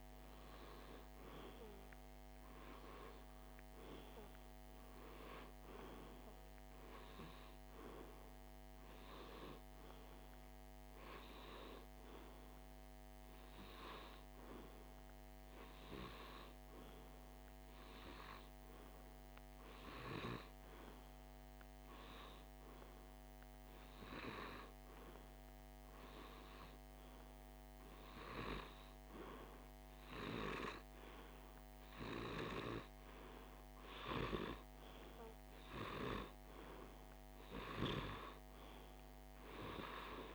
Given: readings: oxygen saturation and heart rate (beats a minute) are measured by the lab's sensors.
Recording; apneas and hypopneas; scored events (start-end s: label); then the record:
breathing in sleep by a microphone on the trachea; 1
17.00-32.00 s: hypopnea (oxygen 98% before, 95% lowest, heart rate 50 before, 47 extreme, up 4 after)
33.00-37.00 s: arousal
From the record:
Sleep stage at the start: REM sleep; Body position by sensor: on the left side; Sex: male